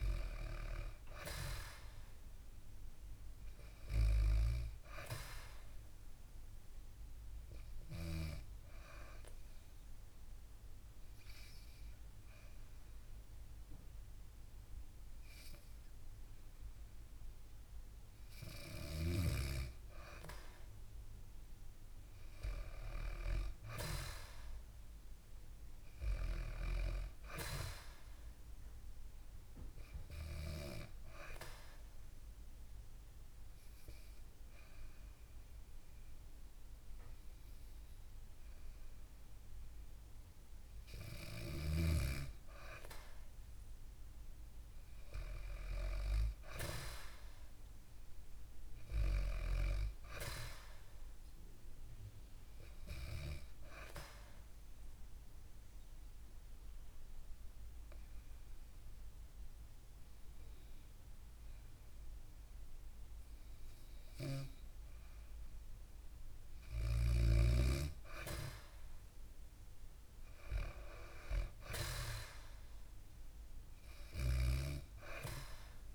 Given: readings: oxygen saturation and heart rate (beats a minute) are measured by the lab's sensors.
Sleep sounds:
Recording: breathing in sleep by a room microphone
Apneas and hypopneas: 3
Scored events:
0.00-2.50 s: arousal
6.00-18.00 s: hypopnea (oxygen 97% before, 93% lowest, heart rate 64 before, 58 extreme, up 5 after)
10.00-14.00 s: bradycardia (device-marked, heart rate 69 before, 59 extreme)
20.50-24.00 s: arousal
28.50-39.50 s: hypopnea (oxygen 97% before, 93% lowest, heart rate 62 before, 62 extreme, up 0 after)
43.00-47.00 s: arousal
53.00-66.00 s: hypopnea (oxygen 97% before, 93% lowest, heart rate 63 before, 59 extreme, up 1 after)
68.00-71.50 s: arousal
74.00-75.95 s: oxygen desaturation (device-marked, oxygen 97% before, 93% lowest, heart rate 64 before, 59 extreme)
From the record:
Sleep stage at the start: N2 (light sleep)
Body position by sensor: on the back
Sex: female

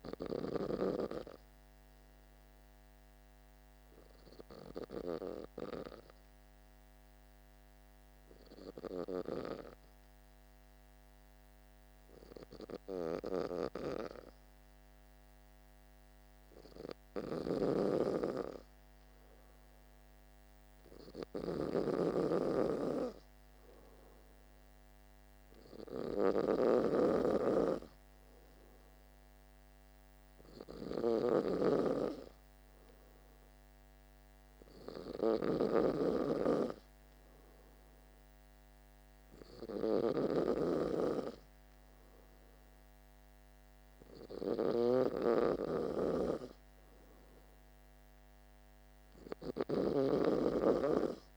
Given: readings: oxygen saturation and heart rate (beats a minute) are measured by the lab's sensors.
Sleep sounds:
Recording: breathing in sleep by a microphone on the trachea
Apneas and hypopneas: none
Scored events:
0.00-6.50 s: oxygen desaturation (device-marked, oxygen 92% lowest, heart rate 50 extreme)
17.00-31.50 s: snoring (device-marked)
25.50-37.50 s: oxygen desaturation (device-marked, oxygen 97% before, 93% lowest, heart rate 50 before, 51 extreme)
39.50-51.37 s: snoring (device-marked)
From the record:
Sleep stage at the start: N2 (light sleep)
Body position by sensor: on the back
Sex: male

